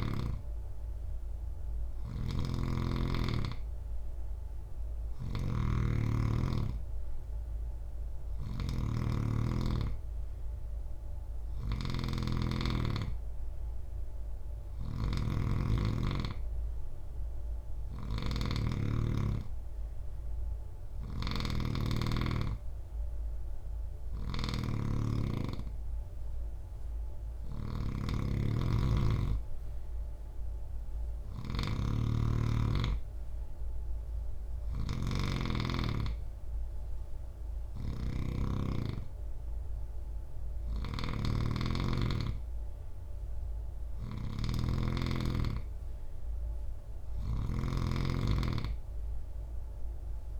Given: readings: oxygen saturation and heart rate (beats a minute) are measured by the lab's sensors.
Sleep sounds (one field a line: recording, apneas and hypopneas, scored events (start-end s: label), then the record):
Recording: breathing in sleep by a room microphone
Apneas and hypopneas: none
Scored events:
0.00-50.40 s: snoring (device-marked)
From the record:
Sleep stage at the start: N3 (deep sleep)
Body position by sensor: on the right side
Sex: male